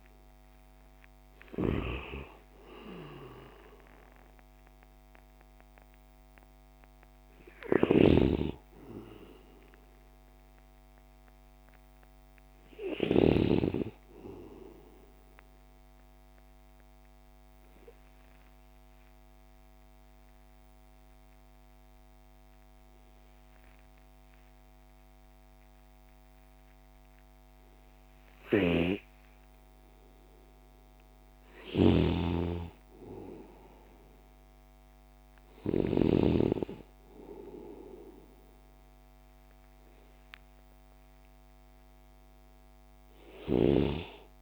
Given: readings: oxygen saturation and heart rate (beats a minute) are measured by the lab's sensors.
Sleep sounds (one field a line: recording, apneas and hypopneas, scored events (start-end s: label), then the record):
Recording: breathing in sleep by a microphone on the trachea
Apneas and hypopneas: 1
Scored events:
0.00-1.50 s: snoring (device-marked)
0.00-7.50 s: oxygen desaturation (device-marked, oxygen 65% lowest)
7.50-13.00 s: snoring (device-marked)
17.50-31.00 s: hypopnea (oxygen 99% before, 91% lowest)
28.00-36.00 s: snoring (device-marked)
32.50-35.50 s: arousal
33.50-44.42 s: oxygen desaturation (device-marked, oxygen 97% before, 92% lowest)
From the record:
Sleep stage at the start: REM sleep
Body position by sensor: on the left side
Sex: male